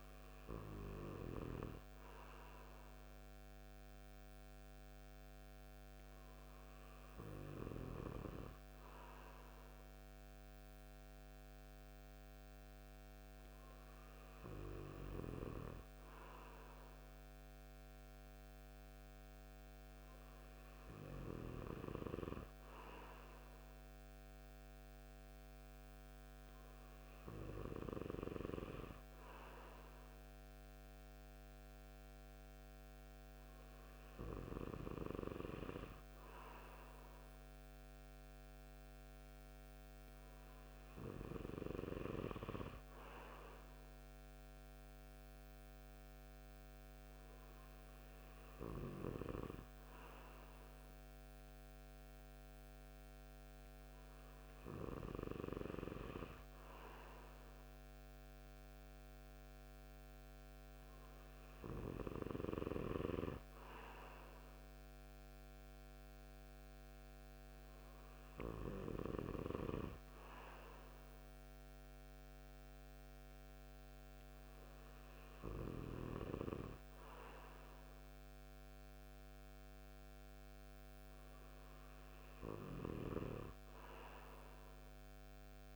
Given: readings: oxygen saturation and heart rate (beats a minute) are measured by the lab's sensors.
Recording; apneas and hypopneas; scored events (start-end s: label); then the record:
breathing in sleep by a microphone on the trachea; none
none scored
From the record:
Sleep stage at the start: N2 (light sleep); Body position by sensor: on the right side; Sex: male